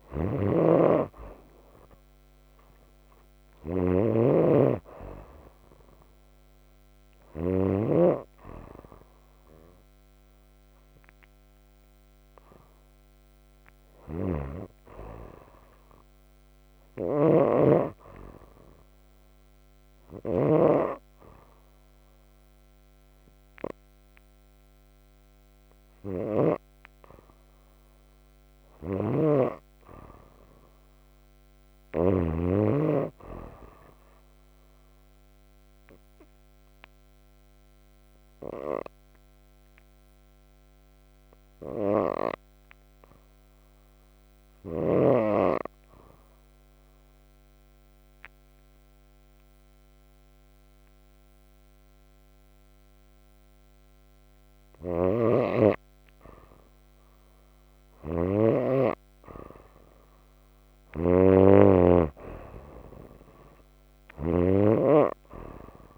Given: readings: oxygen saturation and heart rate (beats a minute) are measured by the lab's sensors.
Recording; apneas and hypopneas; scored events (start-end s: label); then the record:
breathing in sleep by a microphone on the trachea; 2
0.00-7.50 s: snoring (device-marked)
10.00-26.50 s: hypopnea (oxygen 96% before, 89% lowest, heart rate 55 before, 34 extreme, up 1 after)
16.00-38.00 s: oxygen desaturation (device-marked, oxygen 93% before, 89% lowest, heart rate 51 before, 34 extreme)
16.50-26.50 s: snoring (device-marked)
28.00-30.50 s: arousal
28.50-32.00 s: snoring (device-marked)
34.50-54.50 s: obstructive apnea (oxygen 93% before, 88% lowest, heart rate 50 before, 36 extreme, up 13 after)
54.50-65.98 s: snoring (device-marked)
57.00-64.00 s: oxygen desaturation (device-marked, oxygen 97% before, 94% lowest)
From the record:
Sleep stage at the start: N2 (light sleep); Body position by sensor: on the right side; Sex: female